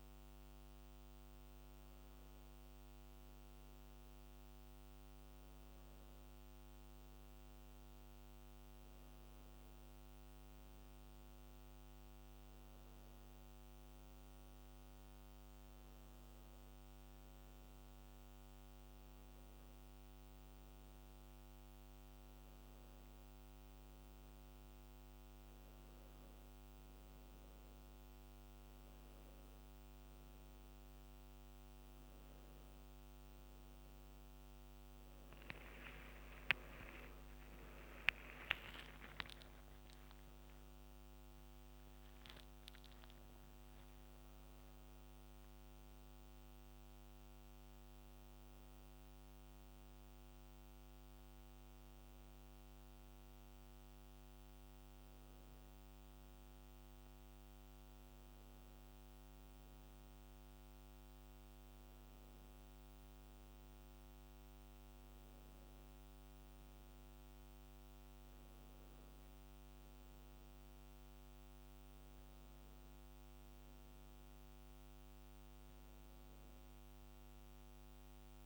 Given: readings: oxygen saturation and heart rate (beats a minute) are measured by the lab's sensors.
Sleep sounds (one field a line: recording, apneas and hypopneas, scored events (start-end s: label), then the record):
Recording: breathing in sleep, hard to hear, by a microphone on the trachea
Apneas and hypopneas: none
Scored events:
0.00-8.00 s: oxygen desaturation (device-marked, oxygen 93% lowest, heart rate 65 extreme)
35.00-39.00 s: arousal
From the record:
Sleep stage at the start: N2 (light sleep)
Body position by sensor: on the back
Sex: male